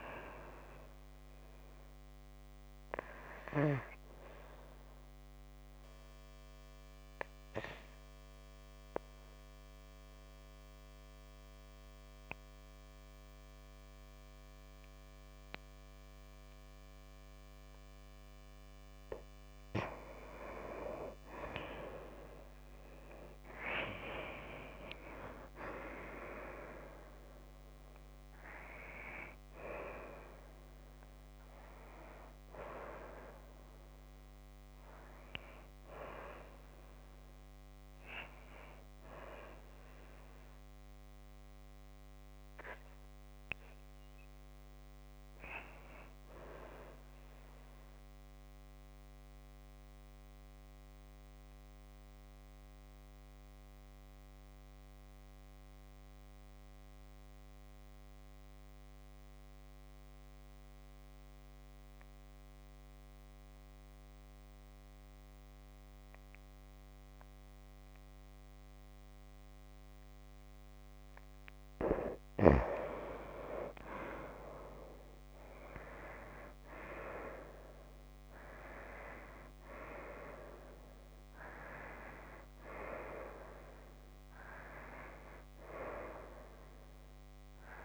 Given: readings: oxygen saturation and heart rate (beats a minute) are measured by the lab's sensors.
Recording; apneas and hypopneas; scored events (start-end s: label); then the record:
breathing in sleep by a microphone on the trachea; 2
5.00-18.50 s: obstructive apnea (oxygen 96% before, 92% lowest, heart rate 58 before, 54 extreme, up 4 after)
20.00-24.00 s: arousal
41.50-45.00 s: arousal
48.00-71.00 s: mixed apnea (oxygen 95% before, 92% lowest, heart rate 57 before, 53 extreme, up 15 after)
64.50-73.50 s: oxygen desaturation (device-marked, oxygen 95% before, 92% lowest, heart rate 54 before, 54 extreme)
74.50-79.00 s: arousal
From the record:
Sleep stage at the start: N2 (light sleep); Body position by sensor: on the back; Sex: female